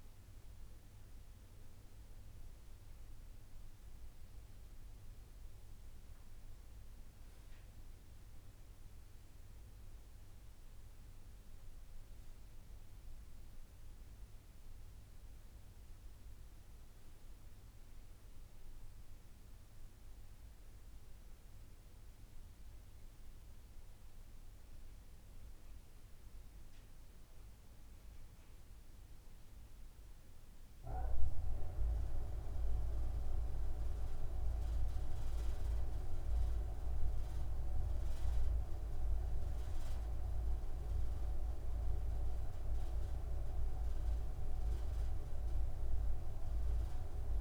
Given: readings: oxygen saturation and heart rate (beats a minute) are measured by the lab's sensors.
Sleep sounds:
breathing in sleep by a room microphone; none
none scored
From the record:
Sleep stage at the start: N3 (deep sleep); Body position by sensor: on the front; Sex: male

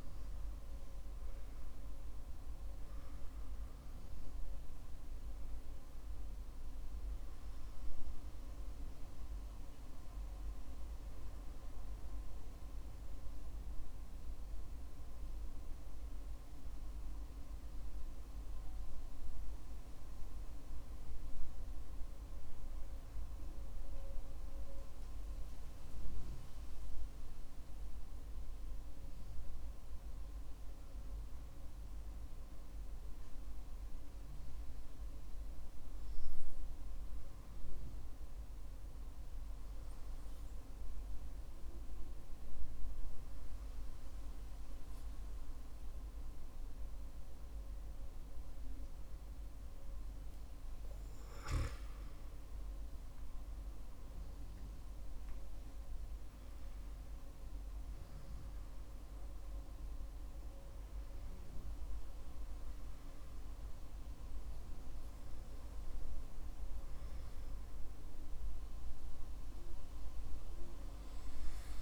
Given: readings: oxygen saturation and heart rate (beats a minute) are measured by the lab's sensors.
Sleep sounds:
breathing in sleep, hard to hear, by a room microphone; 1
12.00-24.00 s: oxygen desaturation (device-marked, oxygen 94% before, 91% lowest, heart rate 61 before, 56 extreme)
20.50-51.00 s: hypopnea (oxygen 94% before, 91% lowest, heart rate 59 before, 56 extreme, up 13 after)
54.00-58.50 s: arousal
From the record:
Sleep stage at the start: N2 (light sleep); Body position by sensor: on the back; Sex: male

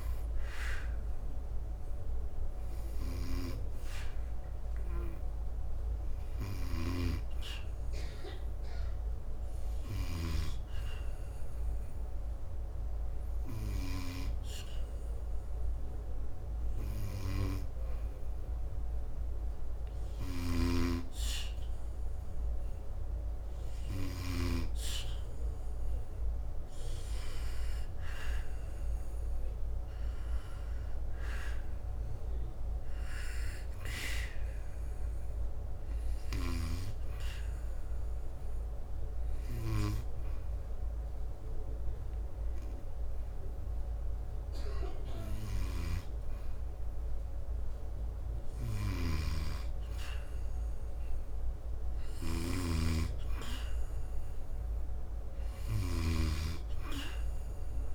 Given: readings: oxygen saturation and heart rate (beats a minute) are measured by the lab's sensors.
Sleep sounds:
breathing in sleep by a room microphone; 2
0.00-16.50 s: oxygen desaturation (device-marked, oxygen 88% lowest, heart rate 71 extreme)
4.00-18.50 s: hypopnea (oxygen 91% before, 87% lowest, heart rate 75 before, 71 extreme, up 0 after)
25.50-29.50 s: arousal
34.00-48.00 s: hypopnea (oxygen 92% before, 85% lowest, heart rate 74 before, 74 extreme, up 1 after)
36.50-55.50 s: oxygen desaturation (device-marked, oxygen 92% before, 88% lowest, heart rate 74 before, 71 extreme)
55.00-57.95 s: arousal
From the record:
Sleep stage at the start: N2 (light sleep); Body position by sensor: on the back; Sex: male

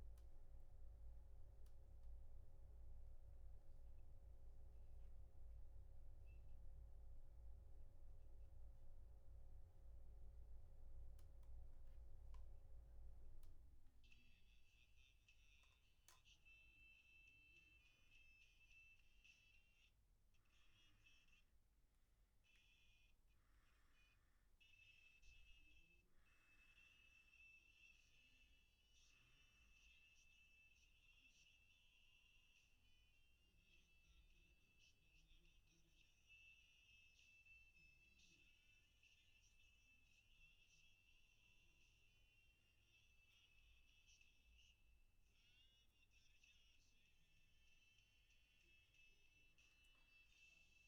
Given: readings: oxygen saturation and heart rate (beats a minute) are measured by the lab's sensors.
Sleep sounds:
breathing in sleep by a room microphone; 2
2.00-14.50 s: obstructive apnea (oxygen 95% before, 93% lowest, heart rate 63 before, 62 extreme, up 0 after)
32.00-44.50 s: obstructive apnea (oxygen 95% before, 93% lowest, heart rate 63 before, 62 extreme, up 1 after)
From the record:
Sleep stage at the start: N3 (deep sleep); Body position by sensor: on the back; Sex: male

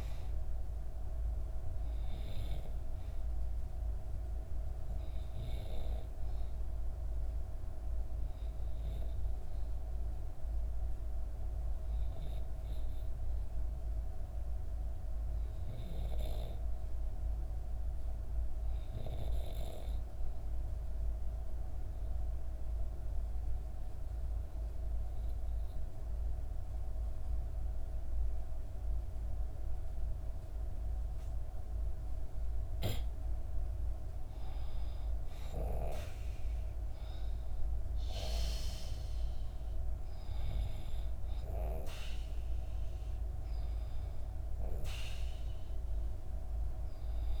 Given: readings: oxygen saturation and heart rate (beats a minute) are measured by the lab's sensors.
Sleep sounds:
breathing in sleep by a room microphone; 1
0.00-15.00 s: oxygen desaturation (device-marked, oxygen 90% lowest, heart rate 58 extreme)
6.50-31.50 s: obstructive apnea (oxygen 97% before, 90% lowest, heart rate 61 before, 58 extreme, up 4 after)
32.00-35.50 s: arousal
34.00-47.40 s: oxygen desaturation (device-marked, oxygen 96% before, 90% lowest, heart rate 59 before, 59 extreme)
From the record:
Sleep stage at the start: N2 (light sleep); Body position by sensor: on the back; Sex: female

